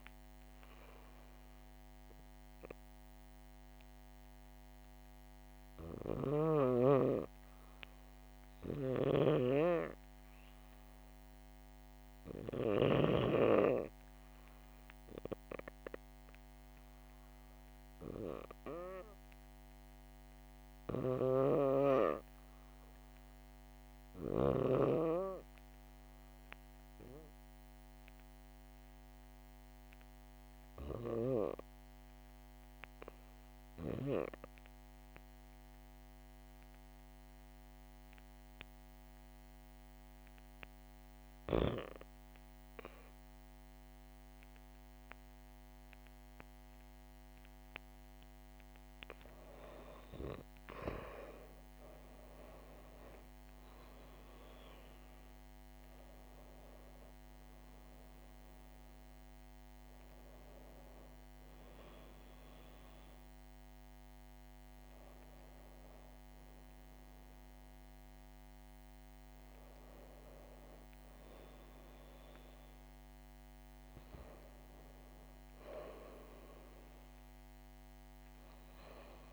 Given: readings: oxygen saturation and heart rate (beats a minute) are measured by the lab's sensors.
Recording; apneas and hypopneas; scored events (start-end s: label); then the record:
breathing in sleep by a microphone on the trachea; 1
2.00-48.50 s: hypopnea (oxygen 99% before, 84% lowest, heart rate 70 before, 64 extreme, up 9 after)
4.50-75.50 s: oxygen desaturation (device-marked, oxygen 98% before, 84% lowest, heart rate 69 before, 64 extreme)
8.50-13.00 s: snoring (device-marked)
42.50-79.33 s: new sleep stage, N2 (light sleep)
50.00-54.50 s: arousal
77.50-79.33 s: arousal
From the record:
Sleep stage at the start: REM sleep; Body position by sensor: on the back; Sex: female